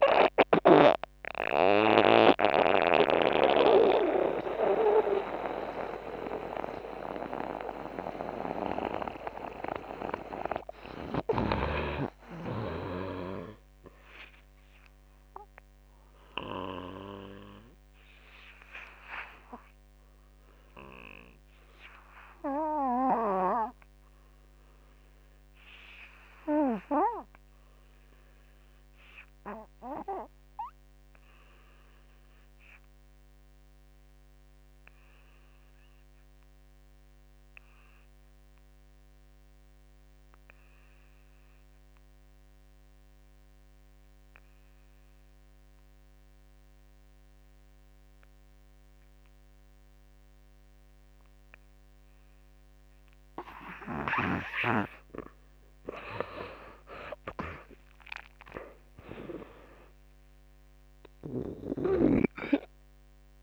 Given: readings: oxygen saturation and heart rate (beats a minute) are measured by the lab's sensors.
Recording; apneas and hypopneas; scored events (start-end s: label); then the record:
breathing in sleep by a microphone on the trachea; 1
0.00-10.00 s: drop in pulse transit time (device-marked, heart rate 63 extreme)
1.00-20.00 s: oxygen desaturation (device-marked, oxygen 88% before, 80% lowest, heart rate 70 before, 52 extreme)
18.50-53.00 s: obstructive apnea (oxygen 88% before, 75% lowest, heart rate 71 before, 53 extreme, up 24 after)
29.00-63.43 s: oxygen desaturation (device-marked, oxygen 100% before, 75% lowest, heart rate 61 before, 53 extreme)
55.50-59.00 s: arousal
58.00-63.43 s: drop in pulse transit time (device-marked, heart rate 59 before, 59 extreme)
60.50-63.43 s: snoring (device-marked)
From the record:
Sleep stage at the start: N2 (light sleep); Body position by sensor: on the back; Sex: male